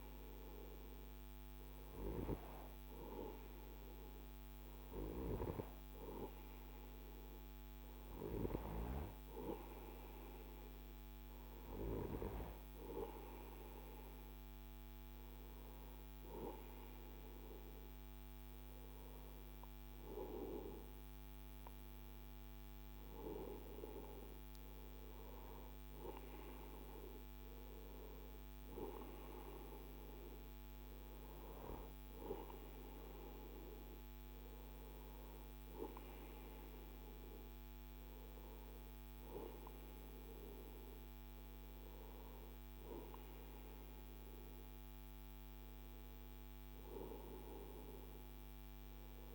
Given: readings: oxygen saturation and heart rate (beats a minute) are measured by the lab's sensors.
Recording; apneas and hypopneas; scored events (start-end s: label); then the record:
breathing in sleep by a microphone on the trachea; none
none scored
From the record:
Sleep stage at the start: N2 (light sleep); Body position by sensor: on the right side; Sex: male